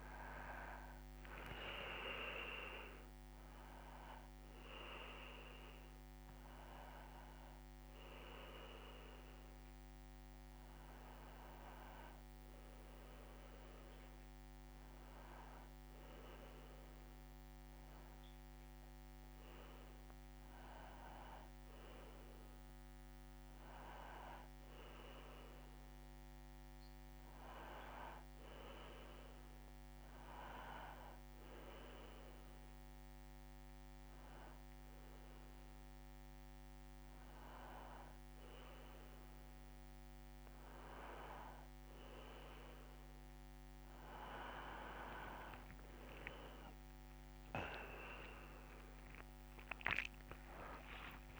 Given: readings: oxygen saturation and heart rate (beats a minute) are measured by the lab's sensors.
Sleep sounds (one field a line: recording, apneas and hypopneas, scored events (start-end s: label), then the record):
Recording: breathing in sleep by a microphone on the trachea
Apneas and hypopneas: none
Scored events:
0.00-12.00 s: oxygen desaturation (device-marked, oxygen 90% lowest)
20.00-51.40 s: new sleep stage, N1 (lightest sleep)
46.00-48.00 s: long interval between heartbeats (device-marked)
48.00-50.00 s: long interval between heartbeats (device-marked)
50.00-51.40 s: arousal
From the record:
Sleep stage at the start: N2 (light sleep)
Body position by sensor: on the back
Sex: male